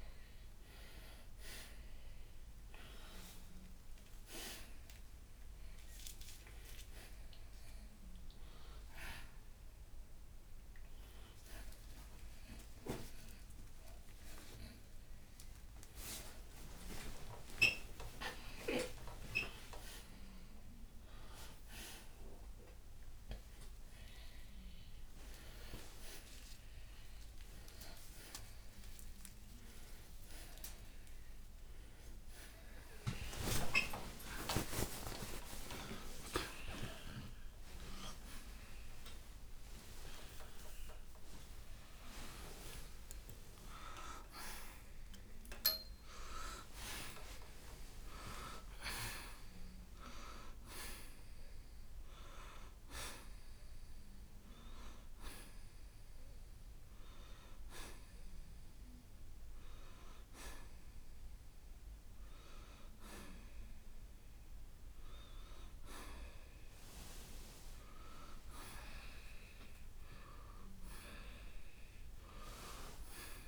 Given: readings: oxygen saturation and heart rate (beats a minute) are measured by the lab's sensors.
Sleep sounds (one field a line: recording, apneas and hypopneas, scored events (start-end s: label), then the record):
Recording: a person awake in a sleep study, by a room microphone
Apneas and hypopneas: none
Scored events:
44.00-73.48 s: new sleep stage, N1 (lightest sleep)
58.00-69.00 s: oxygen desaturation (device-marked, oxygen 92% before, 89% lowest, heart rate 98 before, 64 extreme)
70.00-73.48 s: arousal
From the record:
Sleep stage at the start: awake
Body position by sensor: on the right side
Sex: male